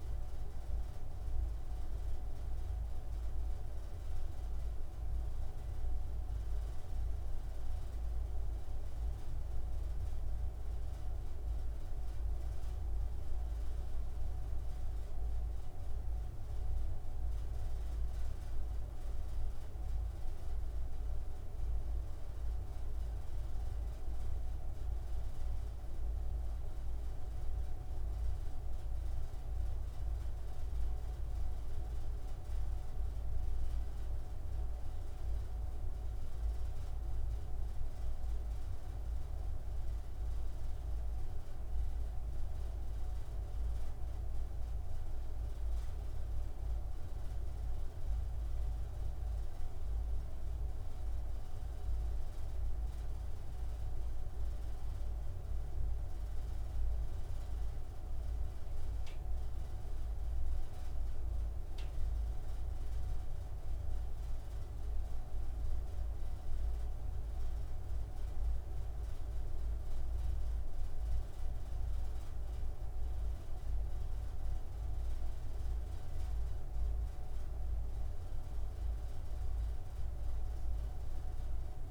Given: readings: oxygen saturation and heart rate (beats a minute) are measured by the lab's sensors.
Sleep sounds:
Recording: breathing in sleep, hard to hear, by a room microphone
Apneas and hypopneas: none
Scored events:
59.00-63.50 s: arousal
From the record:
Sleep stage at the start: N2 (light sleep)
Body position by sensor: on the front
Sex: male

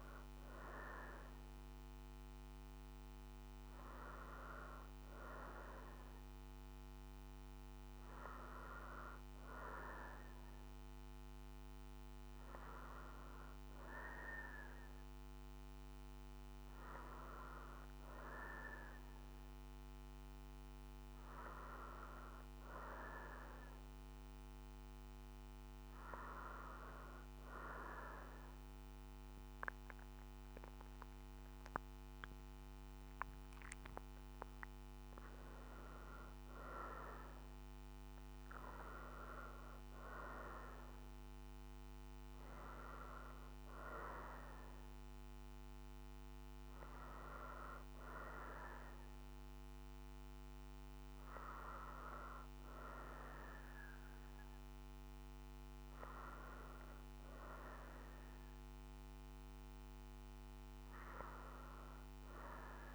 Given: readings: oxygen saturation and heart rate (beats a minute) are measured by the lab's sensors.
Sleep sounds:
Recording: breathing in sleep by a microphone on the trachea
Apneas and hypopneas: none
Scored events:
19.00-62.95 s: new sleep stage, N2 (light sleep)
43.00-52.00 s: oxygen desaturation (device-marked, oxygen 91% before, 88% lowest, heart rate 64 before, 62 extreme)
From the record:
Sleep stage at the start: N1 (lightest sleep)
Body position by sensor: on the right side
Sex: female

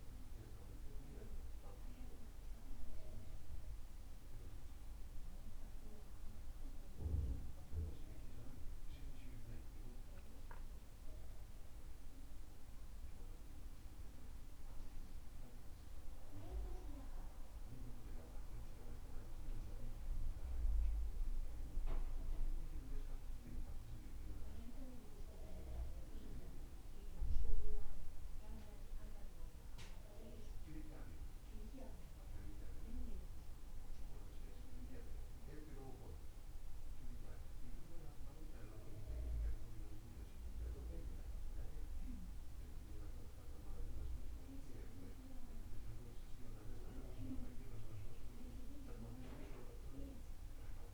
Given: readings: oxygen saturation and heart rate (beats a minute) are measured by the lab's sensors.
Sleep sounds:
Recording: breathing in sleep by a room microphone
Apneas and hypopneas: none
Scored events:
none scored
From the record:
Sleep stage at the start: N2 (light sleep)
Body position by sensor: on the back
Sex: male

